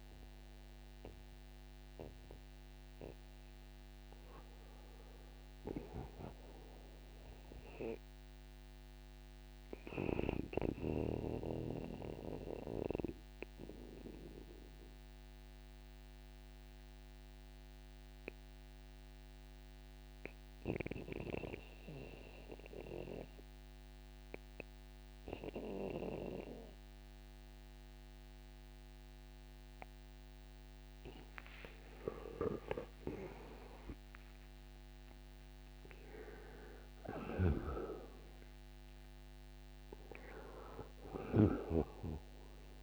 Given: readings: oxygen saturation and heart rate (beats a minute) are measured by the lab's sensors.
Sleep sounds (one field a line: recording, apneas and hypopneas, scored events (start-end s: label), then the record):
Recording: breathing in sleep by a microphone on the trachea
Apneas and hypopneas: 1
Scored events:
0.00-11.00 s: oxygen desaturation (device-marked, oxygen 87% lowest, heart rate 57 extreme)
5.50-8.50 s: arousal
11.50-29.50 s: mixed apnea (oxygen 97% before, 88% lowest, heart rate 65 before, 57 extreme, up 17 after)
18.00-42.83 s: new sleep stage, N2 (light sleep)
32.00-37.00 s: arousal
37.00-42.83 s: snoring (device-marked)
39.00-42.83 s: oxygen desaturation (device-marked, oxygen 97% before, 88% lowest, heart rate 64 before, 57 extreme)
From the record:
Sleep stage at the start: N1 (lightest sleep)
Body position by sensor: on the right side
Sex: male